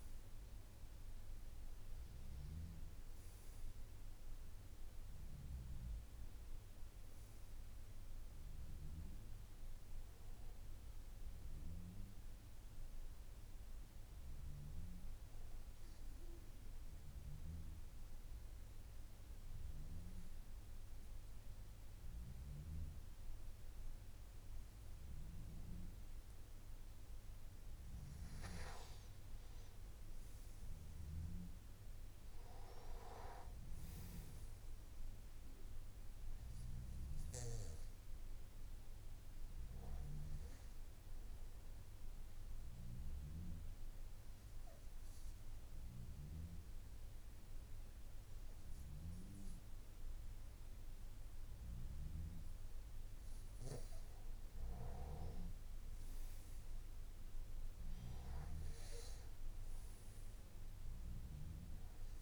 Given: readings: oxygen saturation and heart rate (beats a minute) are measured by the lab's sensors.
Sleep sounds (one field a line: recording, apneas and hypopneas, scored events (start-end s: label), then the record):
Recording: breathing in sleep by a room microphone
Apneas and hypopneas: 2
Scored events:
12.00-27.50 s: obstructive apnea (oxygen 97% before, 93% lowest, heart rate 64 before, 52 extreme, up 7 after)
36.50-52.50 s: oxygen desaturation (device-marked, oxygen 97% before, 93% lowest, heart rate 55 before, 52 extreme)
43.50-54.00 s: obstructive apnea (oxygen 98% before, 92% lowest, heart rate 55 before, 52 extreme, up 8 after)
From the record:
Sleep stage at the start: N2 (light sleep)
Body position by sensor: on the back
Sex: male